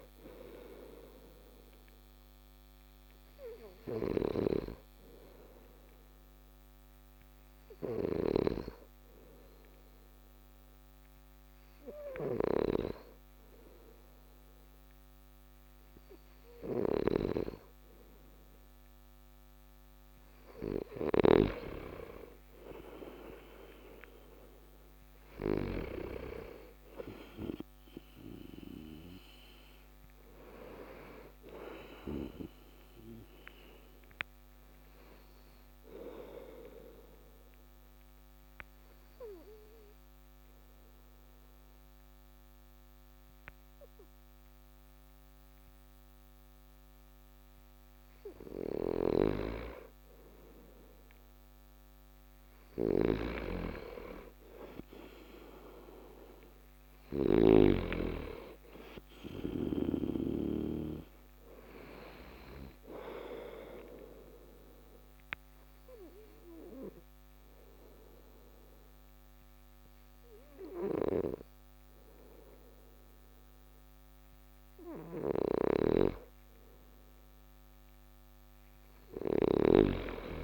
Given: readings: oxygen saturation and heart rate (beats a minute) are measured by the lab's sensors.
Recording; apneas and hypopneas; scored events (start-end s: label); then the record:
breathing in sleep by a microphone on the trachea; 3
4.50-19.50 s: hypopnea (oxygen 97% before, 92% lowest)
16.00-20.50 s: snoring (device-marked)
22.00-25.50 s: arousal
36.00-48.50 s: obstructive apnea (oxygen 95% before, 92% lowest)
48.00-57.00 s: snoring (device-marked)
51.00-54.00 s: arousal
60.50-80.44 s: oxygen desaturation (device-marked, oxygen 96% before, 92% lowest)
64.50-75.00 s: obstructive apnea (oxygen 96% before, 92% lowest)
78.50-80.44 s: snoring (device-marked)
From the record:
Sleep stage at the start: N2 (light sleep); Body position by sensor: on the back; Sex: male